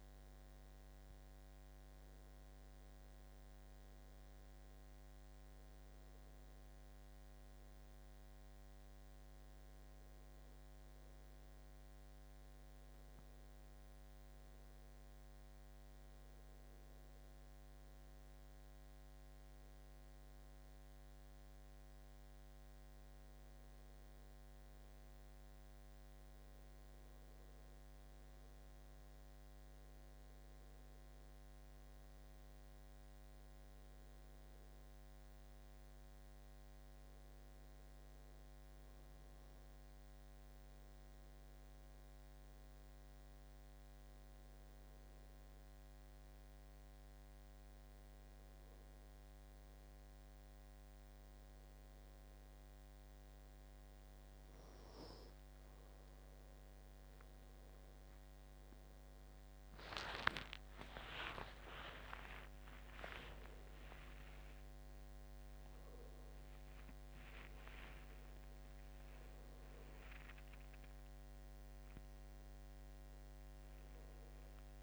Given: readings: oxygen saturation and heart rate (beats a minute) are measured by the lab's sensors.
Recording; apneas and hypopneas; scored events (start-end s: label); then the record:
breathing in sleep by a microphone on the trachea; none
69.00-74.83 s: new sleep stage, awake
From the record:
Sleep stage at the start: N2 (light sleep); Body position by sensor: on the back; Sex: male